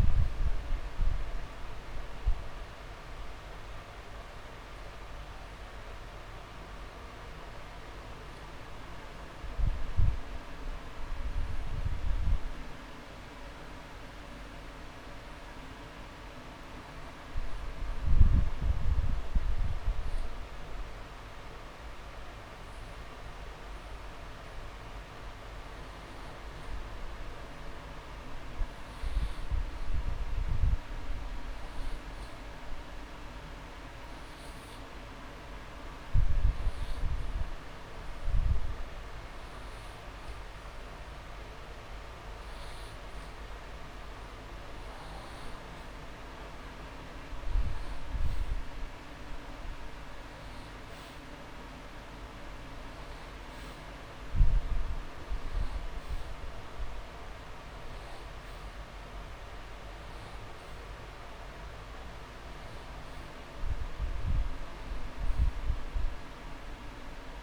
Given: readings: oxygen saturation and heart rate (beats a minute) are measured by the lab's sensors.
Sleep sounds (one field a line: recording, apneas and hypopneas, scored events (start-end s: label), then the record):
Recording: breathing in sleep, hard to hear, by a room microphone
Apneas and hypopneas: 1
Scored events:
0.00-7.50 s: oxygen desaturation (device-marked, oxygen 93% lowest)
3.00-5.00 s: long interval between heartbeats (device-marked)
9.00-26.00 s: hypopnea (oxygen 98% before, 89% lowest)
9.50-27.50 s: oxygen desaturation (device-marked, oxygen 95% before, 89% lowest)
25.50-27.50 s: long interval between heartbeats (device-marked)
27.50-31.00 s: arousal
31.50-39.50 s: drop in pulse transit time (device-marked)
35.50-37.50 s: long interval between heartbeats (device-marked)
39.50-67.43 s: oxygen desaturation (device-marked, oxygen 100% before, 95% lowest)
47.00-49.00 s: long interval between heartbeats (device-marked)
61.00-63.00 s: long interval between heartbeats (device-marked)
61.00-64.50 s: arousal
From the record:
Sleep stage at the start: N2 (light sleep)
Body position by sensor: on the back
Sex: male